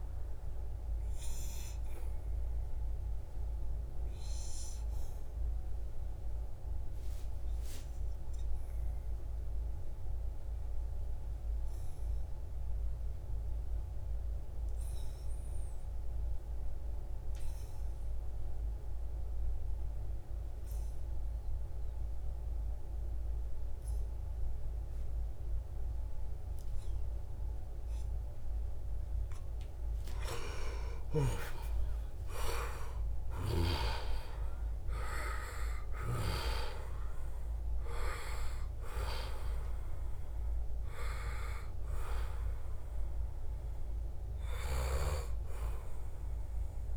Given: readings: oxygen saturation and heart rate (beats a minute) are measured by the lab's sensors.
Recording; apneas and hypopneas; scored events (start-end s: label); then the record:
breathing in sleep by a room microphone; 1
0.00-13.00 s: oxygen desaturation (device-marked, oxygen 89% lowest, heart rate 69 extreme)
0.50-29.50 s: obstructive apnea (oxygen 96% before, 88% lowest, heart rate 77 before, 69 extreme, up 11 after)
28.00-46.97 s: oxygen desaturation (device-marked, oxygen 97% before, 88% lowest, heart rate 72 before, 71 extreme)
30.00-32.00 s: long interval between heartbeats (device-marked, heart rate 72 before, 80 extreme)
30.50-34.50 s: arousal
From the record:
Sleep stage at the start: N2 (light sleep); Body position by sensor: on the back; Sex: male